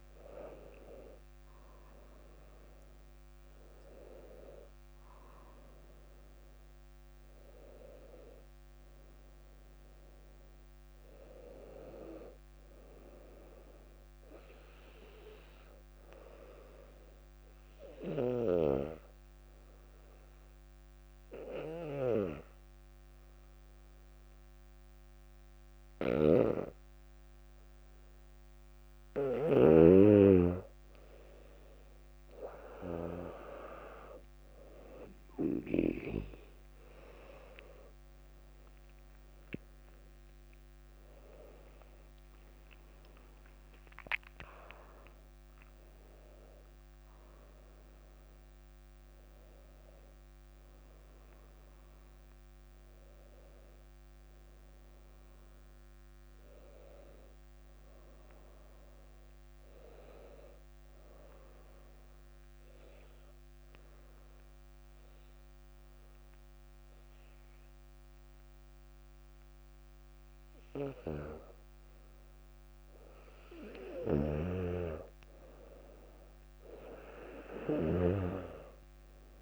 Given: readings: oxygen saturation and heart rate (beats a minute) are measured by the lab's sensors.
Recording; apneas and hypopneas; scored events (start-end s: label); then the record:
breathing in sleep by a microphone on the trachea; 2
0.00-2.00 s: arousal
16.50-29.50 s: obstructive apnea (oxygen 98% before, 95% lowest, heart rate 64 before, 58 extreme, up 4 after)
26.00-30.00 s: snoring (device-marked)
37.00-51.00 s: oxygen desaturation (device-marked, oxygen 99% before, 96% lowest, heart rate 60 before, 59 extreme)
38.00-44.50 s: arousal
62.00-74.50 s: obstructive apnea (oxygen 99% before, 95% lowest, heart rate 62 before, 55 extreme, up 3 after)
74.00-78.00 s: snoring (device-marked)
77.00-79.42 s: arousal
From the record:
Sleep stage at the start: N2 (light sleep); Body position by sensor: on the back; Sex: female